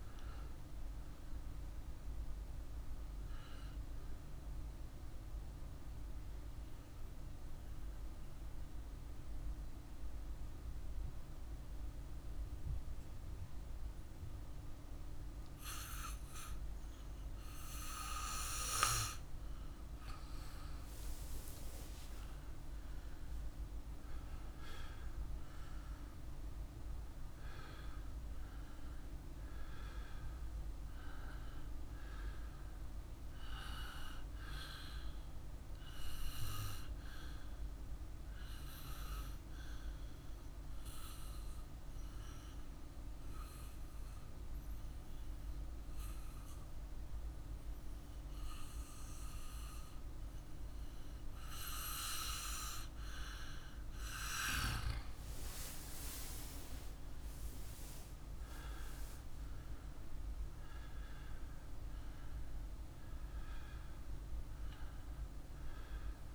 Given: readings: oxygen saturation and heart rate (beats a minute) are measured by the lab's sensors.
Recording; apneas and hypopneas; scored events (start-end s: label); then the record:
breathing in sleep by a room microphone; 2
2.00-18.50 s: obstructive apnea (oxygen 97% before, 94% lowest, heart rate 55 before, 53 extreme, up 2 after)
20.50-25.00 s: arousal
35.00-45.00 s: oxygen desaturation (device-marked, oxygen 100% before, 95% lowest, heart rate 54 before, 53 extreme)
36.50-53.50 s: obstructive apnea (oxygen 100% before, 93% lowest, heart rate 54 before, 53 extreme, up 2 after)
55.50-59.00 s: arousal
58.00-66.35 s: oxygen desaturation (device-marked, oxygen 99% before, 94% lowest, heart rate 53 before, 50 extreme)
From the record:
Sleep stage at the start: N2 (light sleep); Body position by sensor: on the back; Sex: male